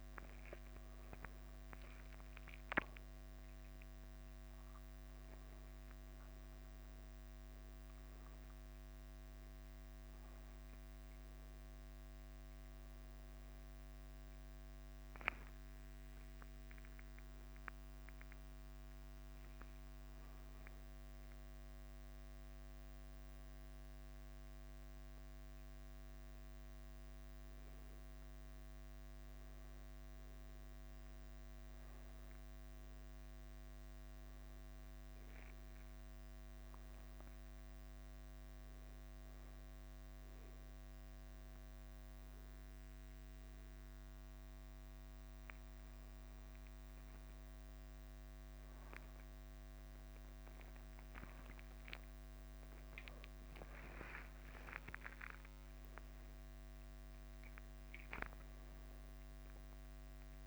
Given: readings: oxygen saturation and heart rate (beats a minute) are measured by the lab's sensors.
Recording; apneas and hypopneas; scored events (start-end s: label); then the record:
a person awake in a sleep study, hard to hear, by a microphone on the trachea; none
14.50-17.50 s: bradycardia (device-marked, heart rate 58 before, 60 extreme)
23.50-28.50 s: bradycardia (device-marked, heart rate 58 before, 59 extreme)
52.50-54.50 s: long interval between heartbeats (device-marked, heart rate 66 before, 83 extreme)
From the record:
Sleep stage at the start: awake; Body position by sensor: upright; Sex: male